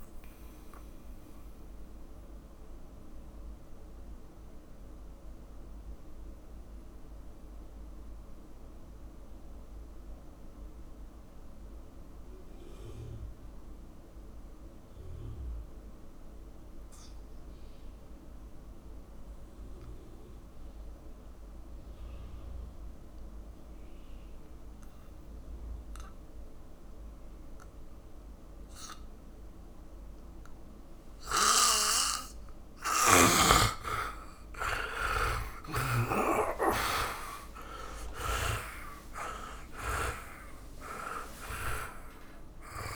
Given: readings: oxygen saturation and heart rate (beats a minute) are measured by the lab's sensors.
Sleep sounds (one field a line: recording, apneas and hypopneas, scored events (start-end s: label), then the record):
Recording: breathing in sleep by a room microphone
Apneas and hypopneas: 1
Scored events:
0.00-22.50 s: oxygen desaturation (device-marked, oxygen 76% lowest, heart rate 48 extreme)
0.50-33.00 s: mixed apnea (oxygen 100% before, 76% lowest, heart rate 67 before, 49 extreme, up 50 after)
29.50-42.96 s: oxygen desaturation (device-marked, oxygen 100% before, 81% lowest, heart rate 56 before, 47 extreme)
36.00-41.50 s: arousal
From the record:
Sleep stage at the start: N2 (light sleep)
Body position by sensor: on the back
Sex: male